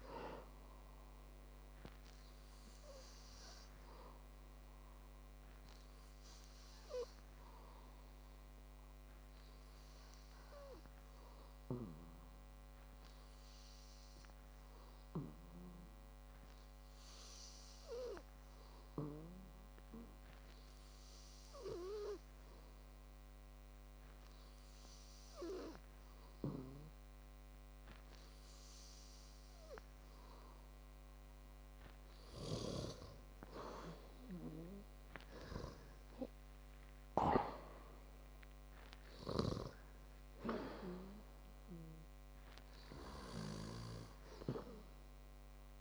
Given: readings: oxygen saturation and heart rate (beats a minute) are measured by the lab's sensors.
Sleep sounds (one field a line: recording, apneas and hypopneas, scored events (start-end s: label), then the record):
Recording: breathing in sleep by a microphone on the trachea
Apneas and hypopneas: 1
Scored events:
9.00-26.00 s: hypopnea (oxygen 98% before, 94% lowest, heart rate 61 before, 52 extreme, up 5 after)
20.00-39.00 s: oxygen desaturation (device-marked, oxygen 97% before, 94% lowest, heart rate 59 before, 52 extreme)
28.00-31.00 s: arousal
From the record:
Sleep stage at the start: N2 (light sleep)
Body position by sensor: on the back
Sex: male